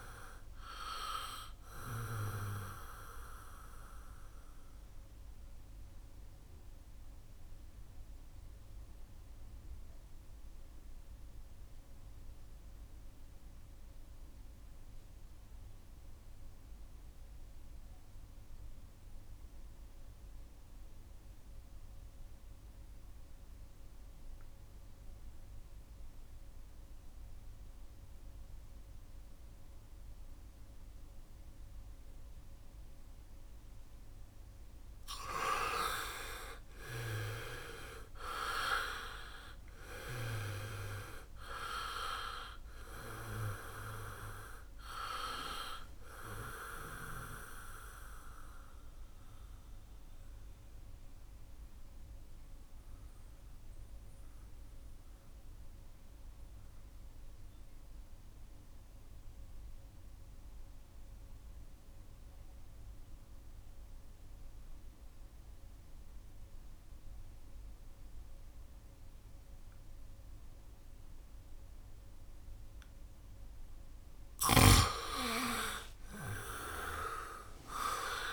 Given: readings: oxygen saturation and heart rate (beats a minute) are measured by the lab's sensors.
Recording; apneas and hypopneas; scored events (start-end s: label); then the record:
breathing in sleep by a room microphone; 2
0.00-23.00 s: oxygen desaturation (device-marked, oxygen 80% lowest, heart rate 65 extreme)
3.00-34.00 s: mixed apnea (oxygen 98% before, 78% lowest, heart rate 72 before, 65 extreme, up 4 after)
35.50-40.00 s: arousal
37.00-66.00 s: oxygen desaturation (device-marked, oxygen 98% before, 78% lowest, heart rate 69 before, 68 extreme)
46.50-72.00 s: central apnea (oxygen 99% before, 78% lowest, heart rate 68 before, 66 extreme)
73.50-77.50 s: arousal
77.00-78.33 s: oxygen desaturation (device-marked, oxygen 99% before, 81% lowest, heart rate 73 before, 61 extreme)
From the record:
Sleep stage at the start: N2 (light sleep); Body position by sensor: on the back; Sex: male